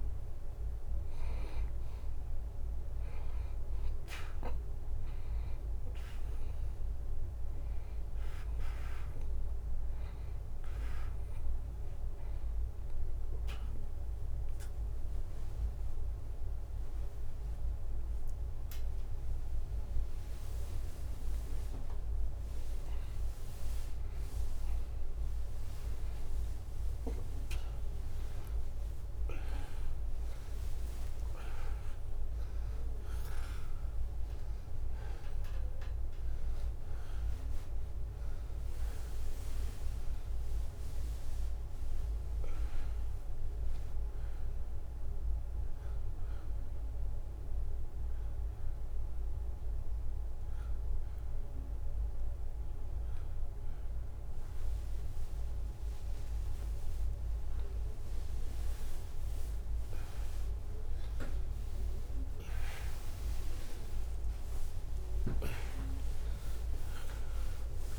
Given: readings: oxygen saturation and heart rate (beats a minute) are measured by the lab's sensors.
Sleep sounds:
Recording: a person awake in a sleep study, by a room microphone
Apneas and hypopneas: none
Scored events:
12.50-67.99 s: new sleep stage, awake
32.00-34.00 s: long interval between heartbeats (device-marked, heart rate 86 before, 87 extreme)
37.00-39.00 s: long interval between heartbeats (device-marked, heart rate 84 before, 68 extreme)
40.50-42.50 s: long interval between heartbeats (device-marked, heart rate 81 before, 70 extreme)
43.00-45.00 s: long interval between heartbeats (device-marked, heart rate 79 before, 70 extreme)
47.50-57.50 s: drop in pulse transit time (device-marked, heart rate 74 before, 66 extreme)
From the record:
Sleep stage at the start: N2 (light sleep)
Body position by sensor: on the back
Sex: male

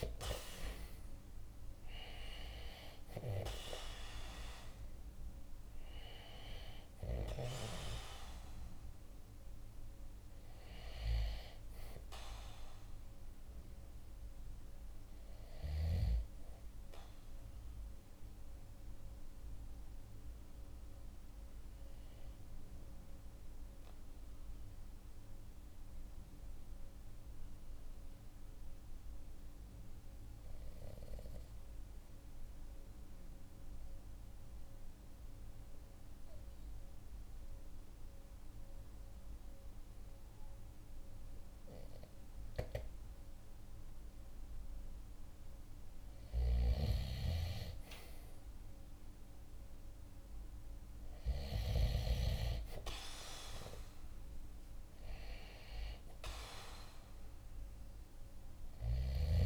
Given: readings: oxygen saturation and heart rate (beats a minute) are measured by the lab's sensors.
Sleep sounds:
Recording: breathing in sleep by a room microphone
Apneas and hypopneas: 1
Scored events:
8.50-29.50 s: oxygen desaturation (device-marked, oxygen 97% before, 91% lowest, heart rate 47 before, 46 extreme)
18.50-43.50 s: obstructive apnea (oxygen 97% before, 91% lowest, heart rate 47 before, 46 extreme, up 1 after)
45.00-50.00 s: arousal
54.50-59.45 s: oxygen desaturation (device-marked, oxygen 97% before, 93% lowest, heart rate 47 before, 45 extreme)
From the record:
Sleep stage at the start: N2 (light sleep)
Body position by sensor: on the right side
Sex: male

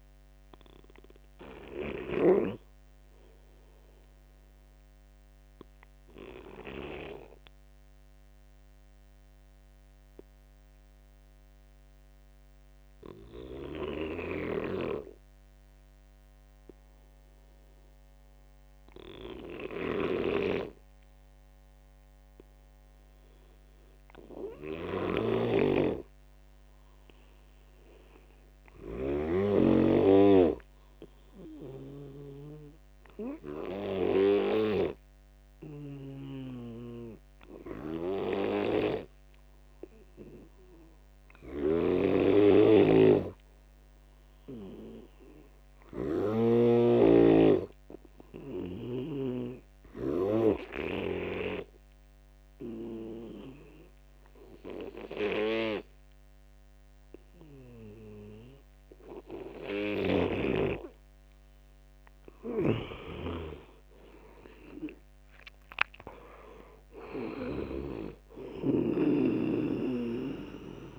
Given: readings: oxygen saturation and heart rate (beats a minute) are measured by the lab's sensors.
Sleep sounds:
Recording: breathing in sleep by a microphone on the trachea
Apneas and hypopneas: 1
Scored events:
0.00-21.50 s: oxygen desaturation (device-marked, oxygen 85% lowest, heart rate 69 extreme)
2.00-61.00 s: obstructive apnea (oxygen 98% before, 85% lowest, heart rate 77 before, 69 extreme, up 10 after)
33.50-48.50 s: oxygen desaturation (device-marked, oxygen 97% before, 89% lowest, heart rate 75 before, 75 extreme)
63.50-67.00 s: arousal
From the record:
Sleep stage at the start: N2 (light sleep)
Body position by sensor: on the right side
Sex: male

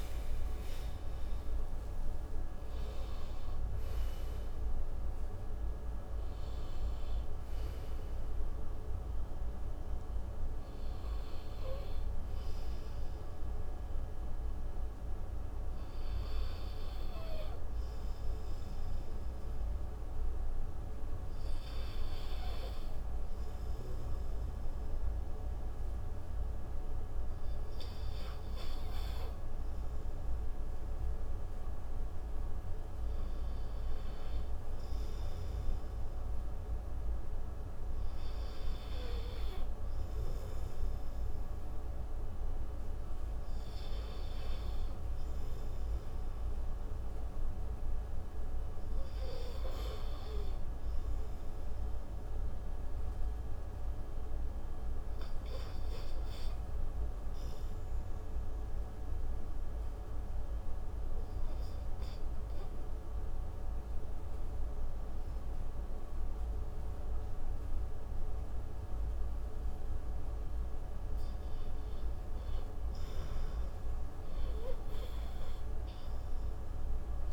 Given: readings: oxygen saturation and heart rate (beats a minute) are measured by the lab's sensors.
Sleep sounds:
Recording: breathing in sleep, hard to hear, by a room microphone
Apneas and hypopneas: 1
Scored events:
0.00-3.00 s: arousal
4.00-21.00 s: oxygen desaturation (device-marked, oxygen 93% before, 84% lowest)
6.00-10.00 s: tachycardia (device-marked)
32.00-35.50 s: arousal
53.00-72.50 s: obstructive apnea (oxygen 99% before, 90% lowest)
75.50-77.33 s: arousal
From the record:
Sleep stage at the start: N2 (light sleep)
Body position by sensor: on the right side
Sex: male

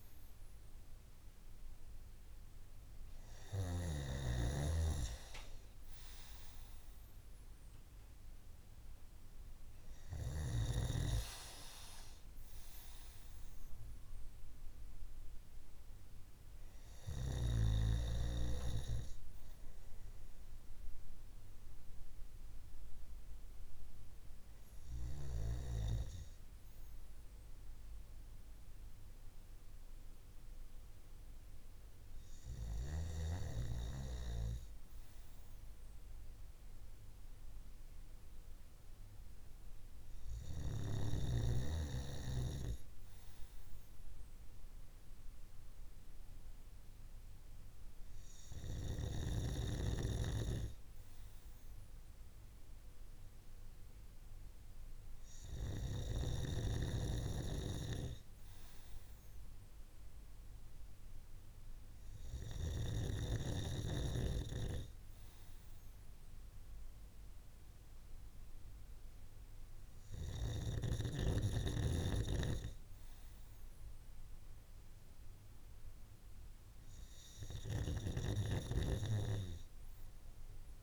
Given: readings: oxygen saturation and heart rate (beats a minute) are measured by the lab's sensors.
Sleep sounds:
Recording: breathing in sleep by a room microphone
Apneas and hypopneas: none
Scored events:
none scored
From the record:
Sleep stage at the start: N2 (light sleep)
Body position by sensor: on the right side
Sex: male

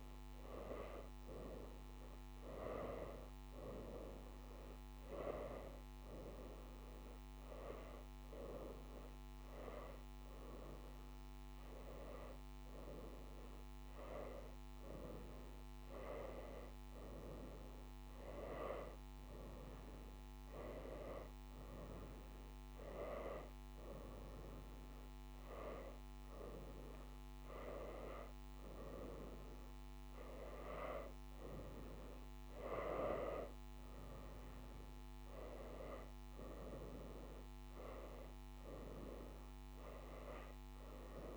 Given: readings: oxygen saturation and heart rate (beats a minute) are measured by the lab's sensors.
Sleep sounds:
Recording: breathing in sleep by a microphone on the trachea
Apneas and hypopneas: none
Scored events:
none scored
From the record:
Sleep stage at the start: N2 (light sleep)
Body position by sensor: on the right side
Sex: female

